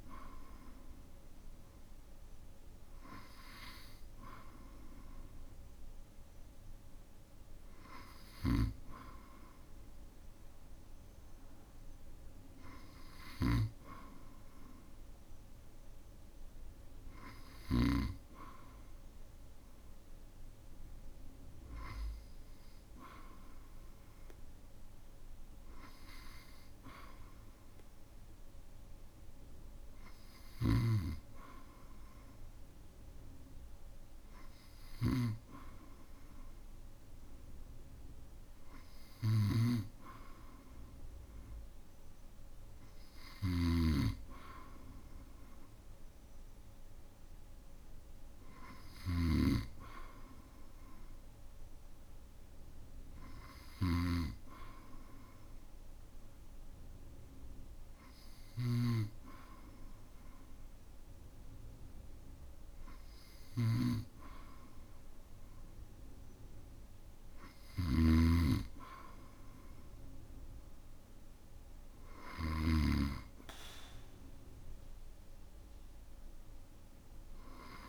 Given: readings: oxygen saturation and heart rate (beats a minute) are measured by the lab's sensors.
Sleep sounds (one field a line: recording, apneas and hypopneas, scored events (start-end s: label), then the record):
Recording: breathing in sleep by a room microphone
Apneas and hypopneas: none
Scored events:
13.00-18.00 s: snoring (device-marked)
30.50-73.00 s: snoring (device-marked)
From the record:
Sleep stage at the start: N2 (light sleep)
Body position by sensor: on the back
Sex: male